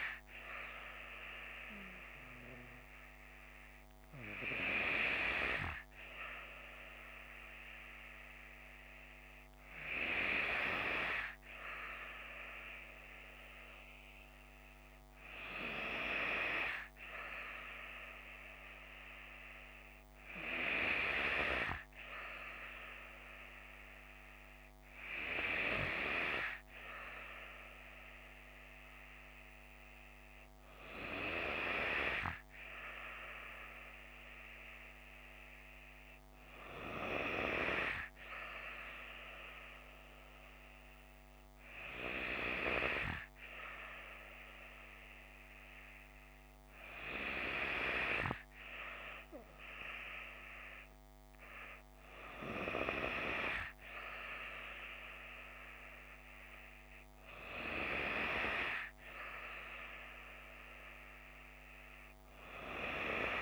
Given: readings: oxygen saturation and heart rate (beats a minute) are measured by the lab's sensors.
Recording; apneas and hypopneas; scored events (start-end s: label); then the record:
breathing in sleep by a microphone on the trachea; none
none scored
From the record:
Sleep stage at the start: N2 (light sleep); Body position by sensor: on the left side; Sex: female